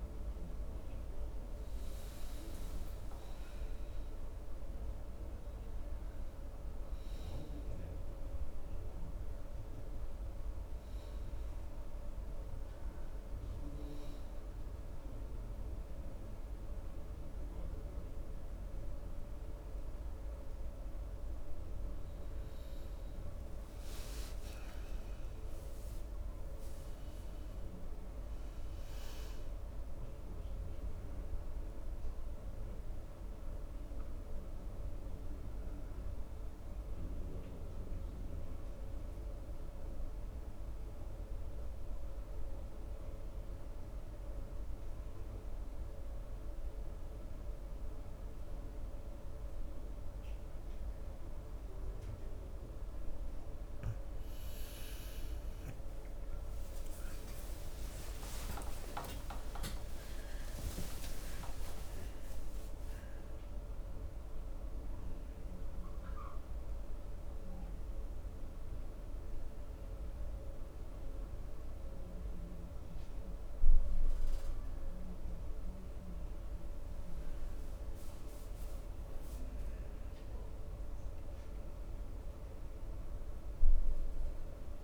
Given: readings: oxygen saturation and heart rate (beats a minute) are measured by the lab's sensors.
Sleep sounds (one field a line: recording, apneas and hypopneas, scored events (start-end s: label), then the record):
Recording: breathing in sleep, hard to hear, by a room microphone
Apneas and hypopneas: 1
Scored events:
24.00-28.50 s: arousal
31.50-45.50 s: oxygen desaturation (device-marked, oxygen 99% before, 95% lowest, heart rate 72 before, 66 extreme)
38.00-53.50 s: obstructive apnea (oxygen 99% before, 91% lowest, heart rate 72 before, 66 extreme, up 33 after)
56.50-62.00 s: arousal
57.50-72.50 s: oxygen desaturation (device-marked, oxygen 97% before, 94% lowest, heart rate 68 before, 68 extreme)
From the record:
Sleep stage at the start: N2 (light sleep)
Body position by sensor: on the right side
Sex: male